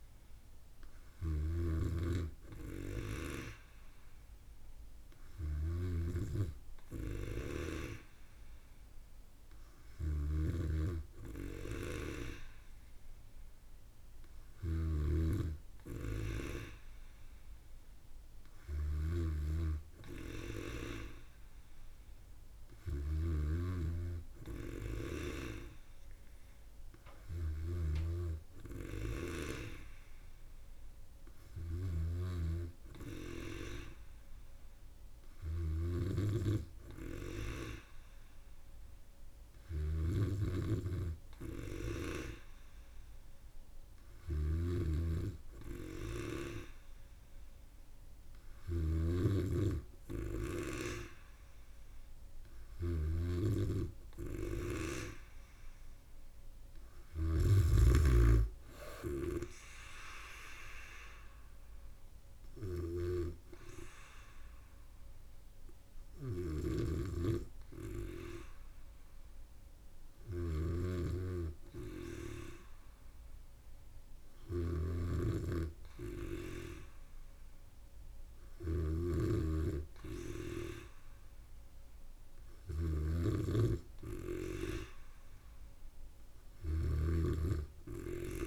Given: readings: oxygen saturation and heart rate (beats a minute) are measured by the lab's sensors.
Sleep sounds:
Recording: breathing in sleep by a room microphone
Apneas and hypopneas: none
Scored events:
0.00-24.00 s: snoring (device-marked)
32.00-58.00 s: snoring (device-marked)
66.50-88.47 s: snoring (device-marked)
From the record:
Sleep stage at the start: N3 (deep sleep)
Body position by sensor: on the back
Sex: female

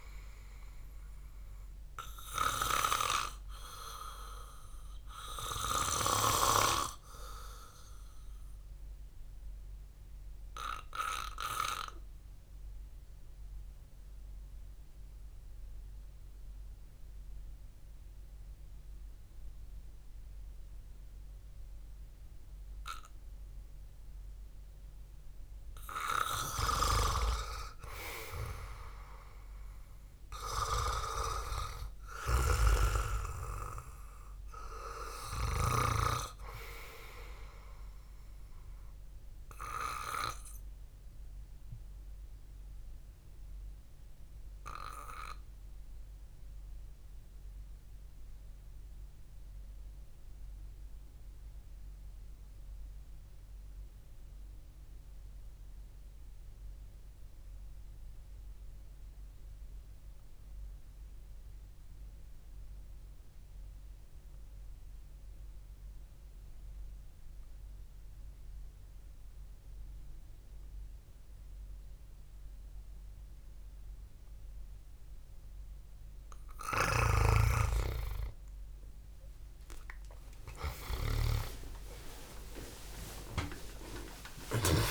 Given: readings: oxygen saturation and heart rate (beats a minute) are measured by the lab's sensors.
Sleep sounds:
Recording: breathing in sleep by a room microphone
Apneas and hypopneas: 2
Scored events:
0.00-4.50 s: oxygen desaturation (device-marked, oxygen 95% lowest, heart rate 56 extreme)
2.00-26.00 s: obstructive apnea (oxygen 100% before, 93% lowest, heart rate 60 before, 58 extreme, up 1 after)
29.50-34.00 s: arousal
32.50-36.00 s: snoring (device-marked)
41.00-76.50 s: obstructive apnea (oxygen 96% before, 90% lowest, heart rate 62 before, 45 extreme, up 25 after)
74.50-83.50 s: oxygen desaturation (device-marked, oxygen 98% before, 94% lowest, heart rate 64 before, 54 extreme)
77.00-84.91 s: snoring (device-marked)
77.50-84.91 s: new sleep stage, N1 (lightest sleep)
82.00-84.91 s: arousal
From the record:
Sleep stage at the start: REM sleep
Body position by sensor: on the back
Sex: male

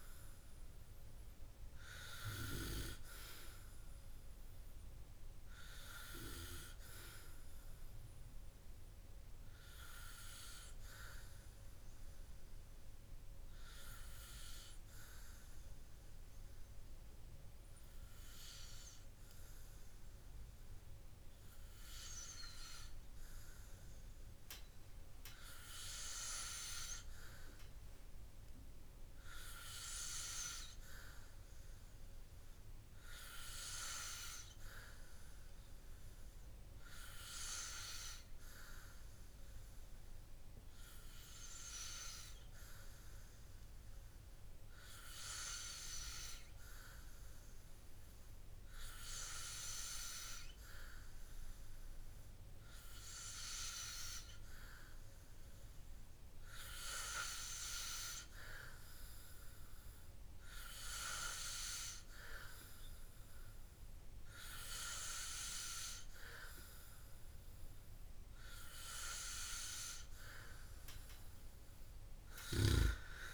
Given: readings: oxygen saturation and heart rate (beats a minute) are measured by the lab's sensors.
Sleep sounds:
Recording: breathing in sleep by a room microphone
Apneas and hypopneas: none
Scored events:
none scored
From the record:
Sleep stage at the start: N2 (light sleep)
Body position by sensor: on the back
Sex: male

